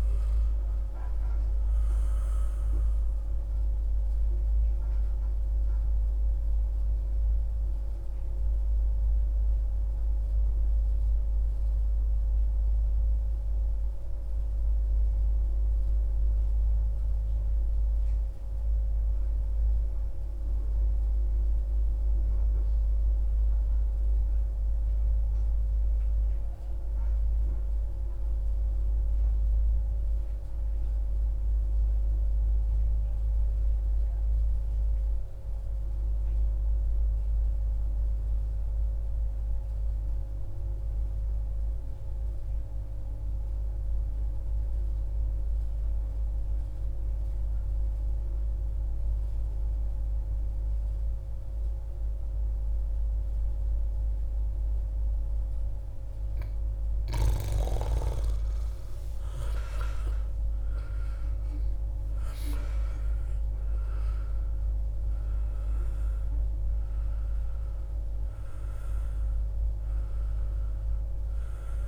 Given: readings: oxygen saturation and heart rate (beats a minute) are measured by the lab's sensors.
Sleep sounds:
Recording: breathing in sleep, hard to hear, by a room microphone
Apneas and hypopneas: 1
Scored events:
0.00-19.50 s: oxygen desaturation (device-marked, oxygen 92% lowest, heart rate 59 extreme)
8.50-54.50 s: obstructive apnea (oxygen 97% before, 88% lowest, heart rate 60 before, 59 extreme, up 2 after)
38.50-71.88 s: oxygen desaturation (device-marked, oxygen 97% before, 88% lowest, heart rate 59 before, 58 extreme)
56.50-61.50 s: arousal
From the record:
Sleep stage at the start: N2 (light sleep)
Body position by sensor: on the back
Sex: male

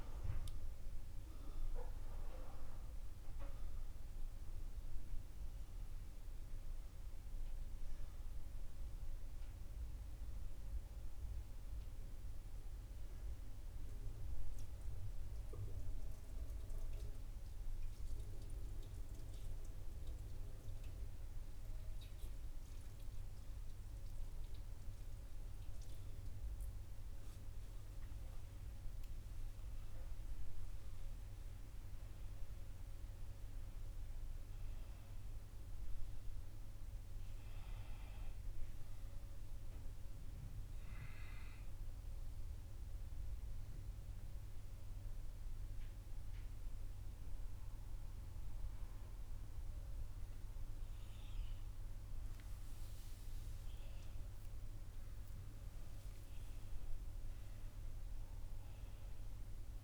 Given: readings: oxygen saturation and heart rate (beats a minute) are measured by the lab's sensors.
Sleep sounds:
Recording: a person awake in a sleep study, hard to hear, by a room microphone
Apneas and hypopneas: none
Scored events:
30.00-59.84 s: new sleep stage, N2 (light sleep)
37.00-52.00 s: oxygen desaturation (device-marked, oxygen 99% before, 95% lowest, heart rate 74 before, 73 extreme)
From the record:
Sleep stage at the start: awake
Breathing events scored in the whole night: 189 in 3.3 hours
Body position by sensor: on the right side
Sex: male

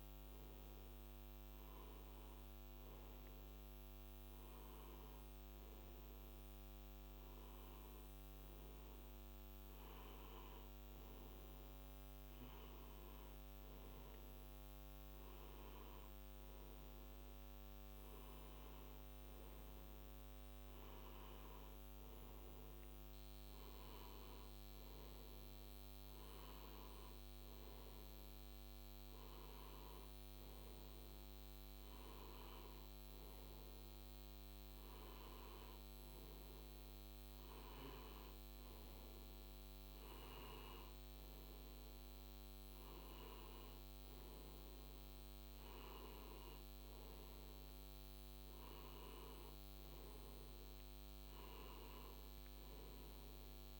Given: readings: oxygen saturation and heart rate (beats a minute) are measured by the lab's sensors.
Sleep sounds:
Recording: breathing in sleep, hard to hear, by a microphone on the trachea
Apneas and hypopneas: none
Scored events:
none scored
From the record:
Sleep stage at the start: N2 (light sleep)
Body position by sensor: on the back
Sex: male

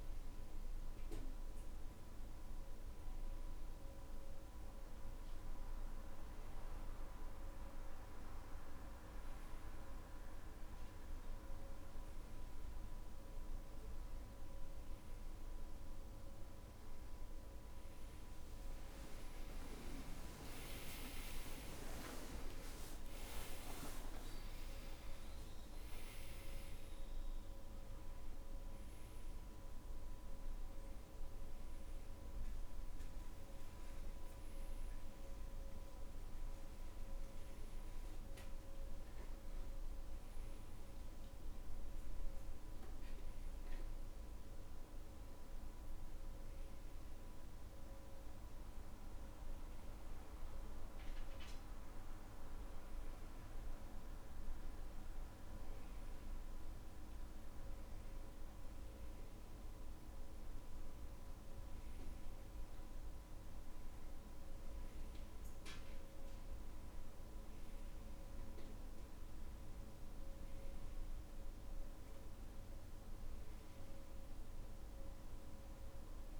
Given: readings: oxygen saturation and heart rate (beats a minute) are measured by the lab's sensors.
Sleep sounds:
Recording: breathing in sleep, hard to hear, by a room microphone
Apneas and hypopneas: none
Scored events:
none scored
From the record:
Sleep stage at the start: N2 (light sleep)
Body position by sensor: on the back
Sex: male

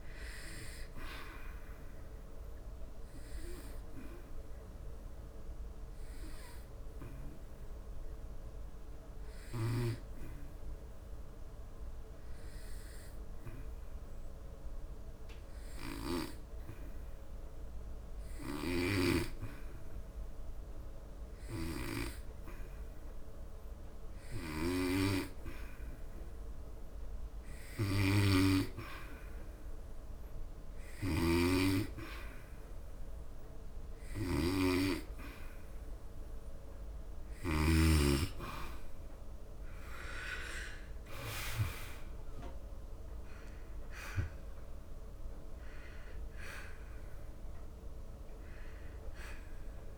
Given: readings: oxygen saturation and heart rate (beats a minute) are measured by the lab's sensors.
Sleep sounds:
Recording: breathing in sleep by a room microphone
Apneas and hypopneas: 1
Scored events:
0.00-5.50 s: oxygen desaturation (device-marked, oxygen 88% lowest, heart rate 69 extreme)
2.00-27.00 s: obstructive apnea (oxygen 97% before, 88% lowest, heart rate 80 before, 69 extreme, up 3 after)
24.50-49.98 s: oxygen desaturation (device-marked, oxygen 97% before, 88% lowest, heart rate 72 before, 71 extreme)
29.50-32.50 s: arousal
44.50-48.00 s: arousal
From the record:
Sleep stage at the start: N2 (light sleep)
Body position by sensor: on the back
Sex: male

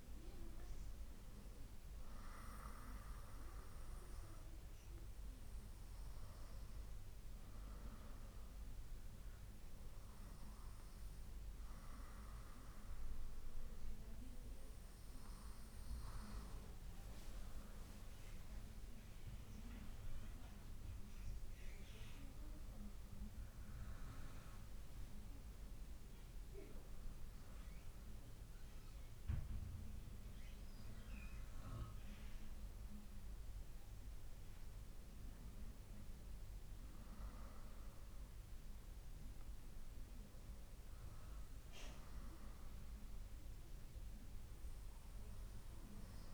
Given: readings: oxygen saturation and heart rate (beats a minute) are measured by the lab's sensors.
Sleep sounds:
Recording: breathing in sleep by a room microphone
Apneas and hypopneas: none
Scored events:
18.00-22.50 s: arousal
From the record:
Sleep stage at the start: N2 (light sleep)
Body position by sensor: on the right side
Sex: female

